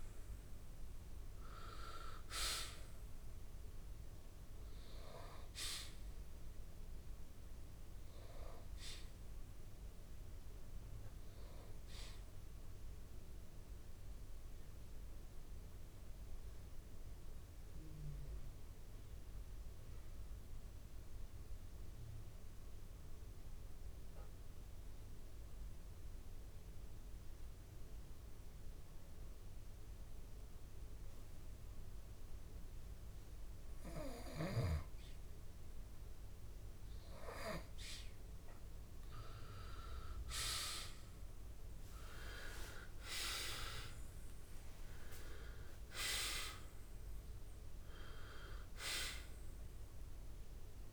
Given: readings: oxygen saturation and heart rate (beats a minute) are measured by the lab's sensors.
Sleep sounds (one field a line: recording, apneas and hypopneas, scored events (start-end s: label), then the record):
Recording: breathing in sleep by a room microphone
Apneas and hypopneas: 1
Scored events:
0.00-19.50 s: oxygen desaturation (device-marked, oxygen 82% lowest, heart rate 65 extreme)
14.00-34.50 s: obstructive apnea (oxygen 97% before, 86% lowest, heart rate 72 before, 65 extreme, up 8 after)
37.50-50.93 s: oxygen desaturation (device-marked, oxygen 98% before, 87% lowest, heart rate 65 before, 64 extreme)
39.50-43.50 s: arousal
From the record:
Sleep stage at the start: N2 (light sleep)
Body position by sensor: on the back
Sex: male